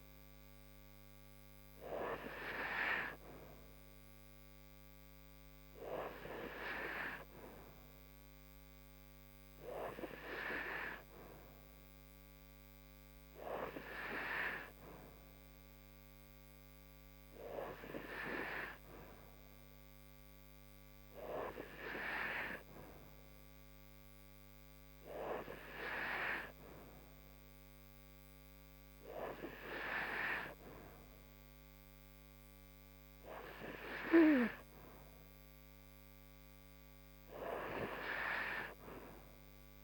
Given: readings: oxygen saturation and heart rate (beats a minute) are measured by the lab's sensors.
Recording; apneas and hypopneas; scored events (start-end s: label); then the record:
breathing in sleep by a microphone on the trachea; none
none scored
From the record:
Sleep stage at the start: N3 (deep sleep); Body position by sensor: upright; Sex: female